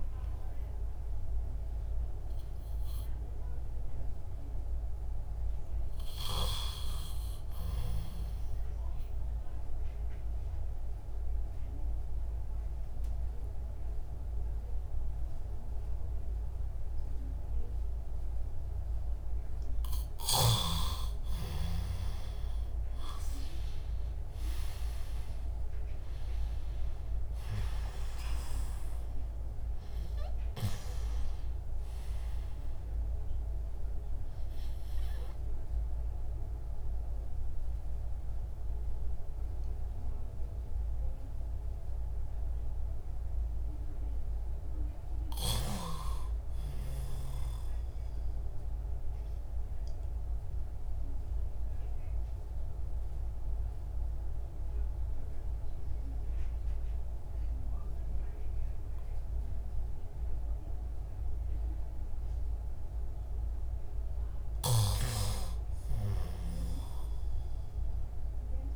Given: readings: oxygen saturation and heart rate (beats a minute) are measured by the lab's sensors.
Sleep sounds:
breathing in sleep by a room microphone; 3
9.50-20.00 s: obstructive apnea (oxygen 98% before, 92% lowest)
21.00-25.00 s: arousal
22.00-32.00 s: oxygen desaturation (device-marked, oxygen 97% before, 94% lowest)
33.00-44.00 s: obstructive apnea (oxygen 97% before, 92% lowest, heart rate 54 before, 30 extreme, up 49 after)
41.00-49.00 s: oxygen desaturation (device-marked, oxygen 95% before, 92% lowest, heart rate 43 before, 26 extreme)
45.50-48.50 s: arousal
51.00-62.50 s: obstructive apnea (oxygen 99% before, 94% lowest, heart rate 49 before, 26 extreme, up 6 after)
From the record:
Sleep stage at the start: N2 (light sleep); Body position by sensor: on the back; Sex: male

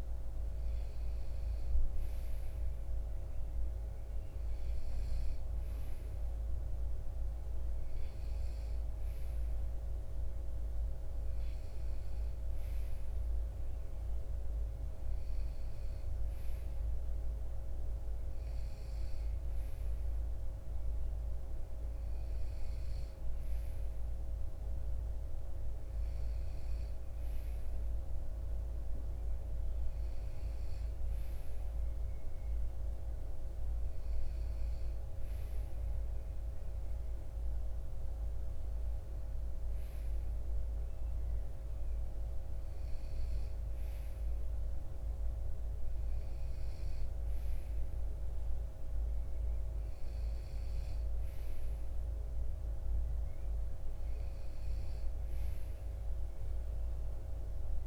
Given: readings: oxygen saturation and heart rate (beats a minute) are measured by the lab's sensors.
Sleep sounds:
breathing in sleep, hard to hear, by a room microphone; none
none scored
From the record:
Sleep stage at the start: N2 (light sleep); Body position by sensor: on the right side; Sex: male

